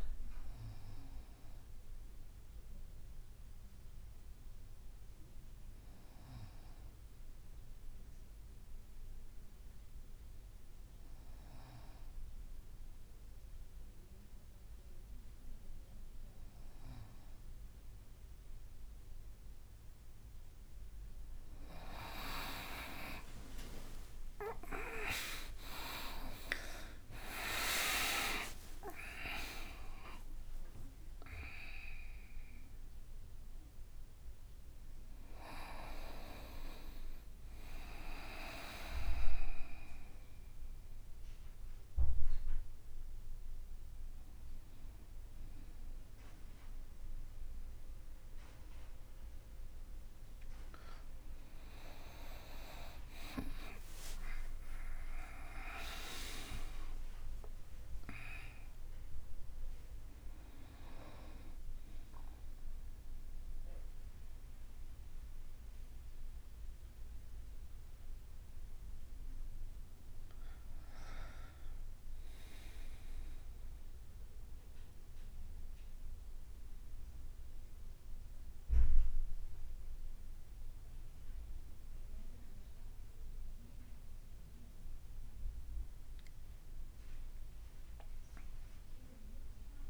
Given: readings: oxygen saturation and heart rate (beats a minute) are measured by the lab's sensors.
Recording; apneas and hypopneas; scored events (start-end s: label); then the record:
breathing in sleep by a room microphone; 1
2.50-16.50 s: hypopnea (oxygen 98% before, 95% lowest, heart rate 62 before, 62 extreme, up 3 after)
23.50-27.50 s: arousal
26.00-31.00 s: tachycardia (device-marked, heart rate 62 before, 113 extreme)
28.00-30.00 s: long interval between heartbeats (device-marked, heart rate 64 before, 98 extreme)
38.50-42.00 s: leg movement (device-marked)
54.00-58.00 s: arousal
56.00-58.00 s: long interval between heartbeats (device-marked, heart rate 68 before, 76 extreme)
69.50-79.50 s: leg movement (device-marked)
From the record:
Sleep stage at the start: N1 (lightest sleep); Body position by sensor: on the back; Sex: male